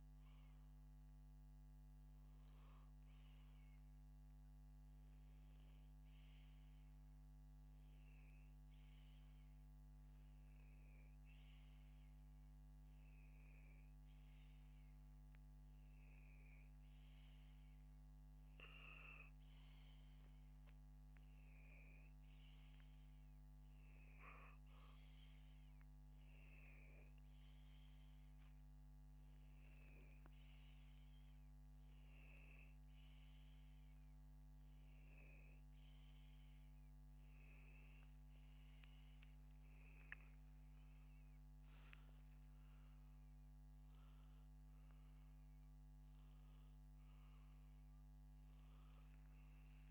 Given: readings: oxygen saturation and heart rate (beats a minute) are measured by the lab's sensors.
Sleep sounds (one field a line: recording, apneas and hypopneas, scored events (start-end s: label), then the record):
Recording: a person awake in a sleep study, hard to hear, by a microphone on the trachea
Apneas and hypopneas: none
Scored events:
none scored
From the record:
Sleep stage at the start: awake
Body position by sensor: upright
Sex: male